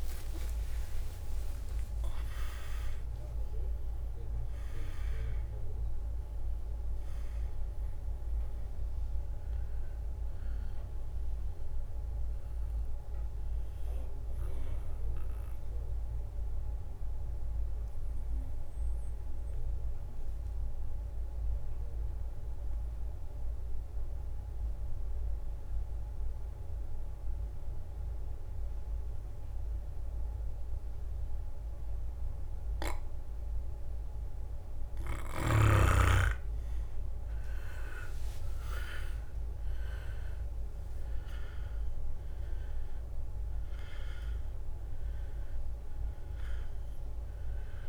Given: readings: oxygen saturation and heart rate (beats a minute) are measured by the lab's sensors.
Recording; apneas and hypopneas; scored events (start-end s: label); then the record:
breathing in sleep by a room microphone; 1
0.00-10.50 s: drop in pulse transit time (device-marked, heart rate 68 extreme)
0.00-20.50 s: oxygen desaturation (device-marked, oxygen 90% lowest, heart rate 61 extreme)
0.50-3.50 s: leg movement (device-marked)
15.50-33.50 s: obstructive apnea (oxygen 98% before, 91% lowest, heart rate 73 before, 61 extreme, up 9 after)
35.50-47.89 s: oxygen desaturation (device-marked, oxygen 100% before, 93% lowest, heart rate 63 before, 59 extreme)
36.50-40.50 s: arousal
37.00-41.50 s: leg movement (device-marked)
37.50-47.89 s: drop in pulse transit time (device-marked, heart rate 63 before, 66 extreme)
From the record:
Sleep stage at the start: N2 (light sleep); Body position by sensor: on the back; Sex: male